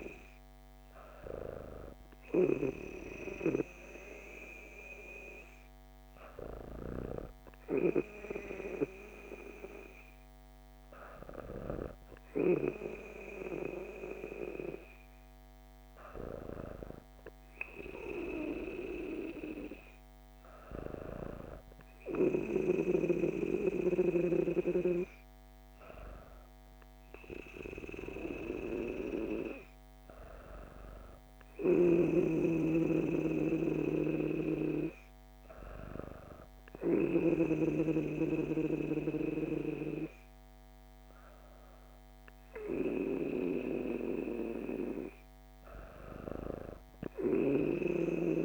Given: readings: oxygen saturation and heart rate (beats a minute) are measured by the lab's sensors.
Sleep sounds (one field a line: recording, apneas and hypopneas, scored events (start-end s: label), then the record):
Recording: breathing in sleep by a microphone on the trachea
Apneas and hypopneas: none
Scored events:
31.00-37.00 s: snoring (device-marked)
From the record:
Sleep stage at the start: N2 (light sleep)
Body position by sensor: on the back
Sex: female